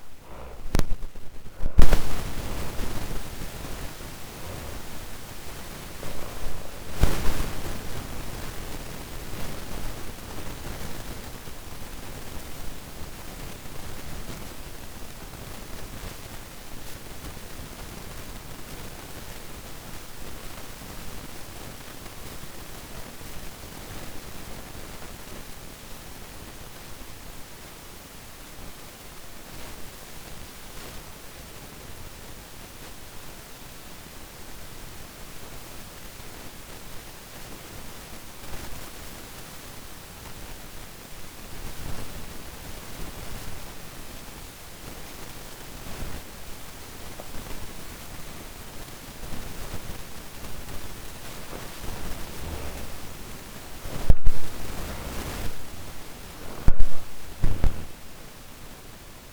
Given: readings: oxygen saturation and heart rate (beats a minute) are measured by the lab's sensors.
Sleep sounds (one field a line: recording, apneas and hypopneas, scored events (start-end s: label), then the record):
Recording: breathing in sleep by a microphone on the trachea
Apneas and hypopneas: 1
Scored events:
0.00-3.00 s: snoring (device-marked)
0.00-3.50 s: arousal
0.00-22.00 s: oxygen desaturation (device-marked, oxygen 81% lowest, heart rate 48 extreme)
7.50-48.50 s: obstructive apnea (oxygen 97% before, 78% lowest, heart rate 59 before, 49 extreme, up 35 after)
34.00-59.33 s: oxygen desaturation (device-marked, oxygen 99% before, 78% lowest, heart rate 65 before, 49 extreme)
50.50-55.00 s: arousal
From the record:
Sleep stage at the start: N2 (light sleep)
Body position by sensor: on the back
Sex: female